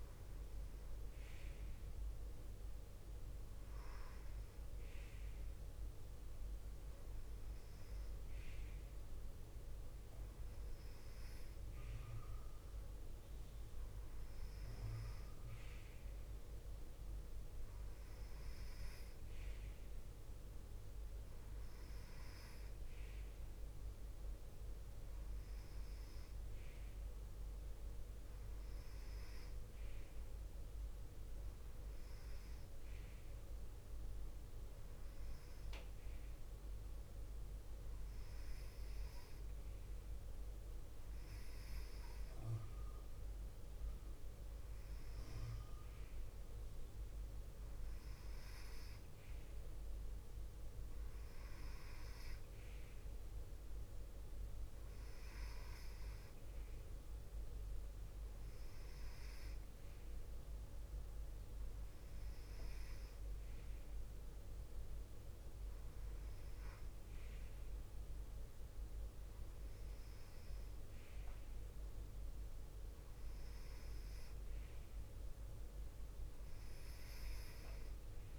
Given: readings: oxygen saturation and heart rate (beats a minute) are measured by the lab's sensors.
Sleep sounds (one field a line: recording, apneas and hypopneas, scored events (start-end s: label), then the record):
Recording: breathing in sleep, hard to hear, by a room microphone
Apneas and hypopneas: none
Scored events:
none scored
From the record:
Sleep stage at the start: N2 (light sleep)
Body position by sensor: on the left side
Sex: female